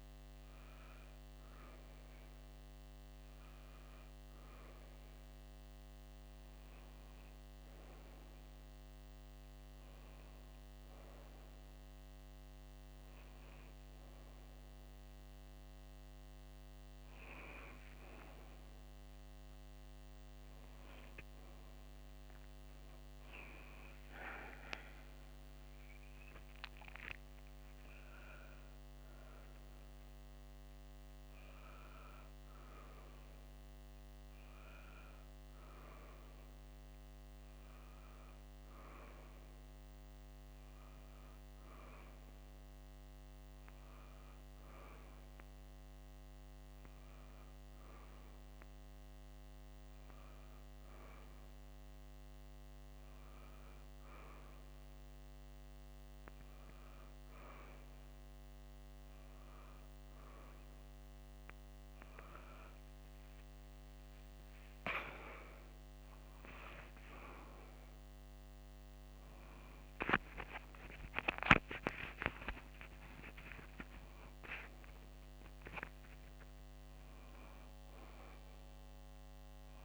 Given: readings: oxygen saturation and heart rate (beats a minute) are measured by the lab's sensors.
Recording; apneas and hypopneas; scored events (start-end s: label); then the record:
a person awake in a sleep study, by a microphone on the trachea; none
45.50-57.50 s: oxygen desaturation (device-marked, oxygen 95% before, 92% lowest)
From the record:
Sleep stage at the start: awake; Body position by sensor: on the back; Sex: female